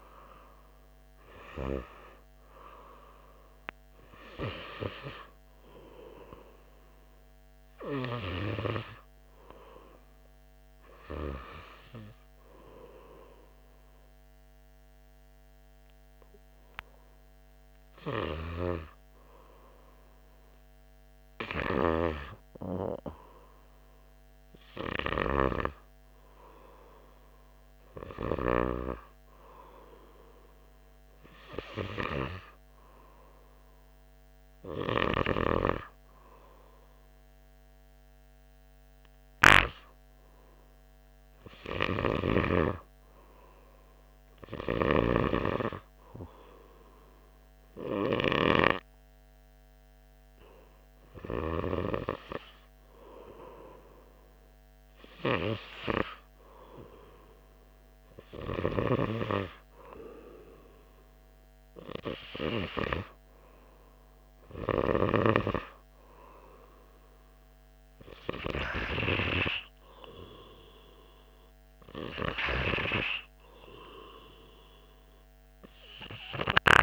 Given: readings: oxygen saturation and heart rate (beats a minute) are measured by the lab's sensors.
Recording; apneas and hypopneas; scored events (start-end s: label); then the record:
breathing in sleep by a microphone on the trachea; none
0.00-3.00 s: arousal
25.50-29.00 s: snoring (device-marked)
From the record:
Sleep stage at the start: N2 (light sleep); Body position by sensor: on the right side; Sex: male